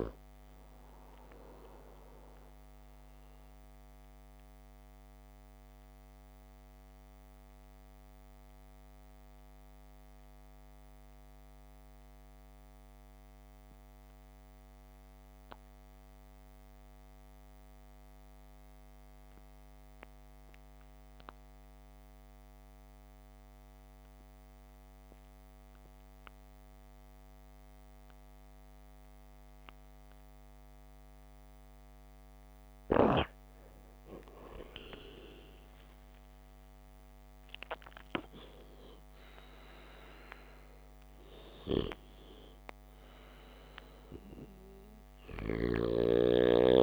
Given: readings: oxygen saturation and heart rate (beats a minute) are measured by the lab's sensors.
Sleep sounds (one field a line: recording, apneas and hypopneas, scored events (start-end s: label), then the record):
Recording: breathing in sleep by a microphone on the trachea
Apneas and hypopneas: 1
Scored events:
0.00-7.50 s: oxygen desaturation (device-marked, oxygen 87% lowest, heart rate 58 extreme)
4.00-33.50 s: mixed apnea (oxygen 98% before, 87% lowest, heart rate 65 before, 60 extreme, up 13 after)
33.50-46.83 s: oxygen desaturation (device-marked, oxygen 99% before, 87% lowest, heart rate 68 before, 63 extreme)
35.50-39.50 s: arousal
From the record:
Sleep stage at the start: REM sleep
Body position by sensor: on the back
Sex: male